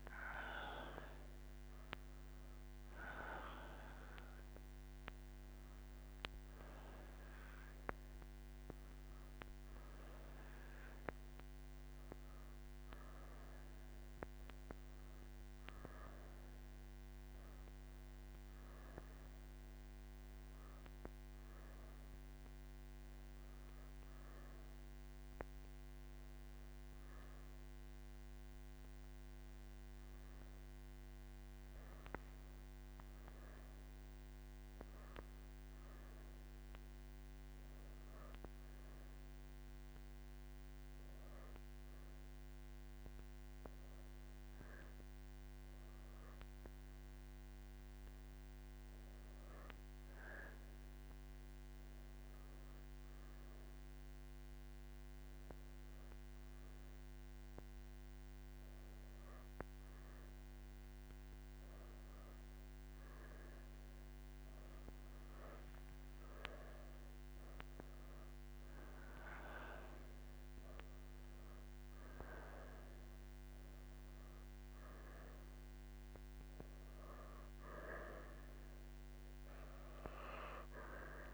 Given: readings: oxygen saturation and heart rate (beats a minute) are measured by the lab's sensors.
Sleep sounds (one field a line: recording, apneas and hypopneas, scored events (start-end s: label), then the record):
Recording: breathing in sleep by a microphone on the trachea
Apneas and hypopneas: 1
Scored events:
32.00-46.00 s: oxygen desaturation (device-marked, oxygen 97% before, 94% lowest)
39.50-50.50 s: hypopnea (oxygen 98% before, 94% lowest)
From the record:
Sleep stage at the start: N1 (lightest sleep)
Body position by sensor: on the right side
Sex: female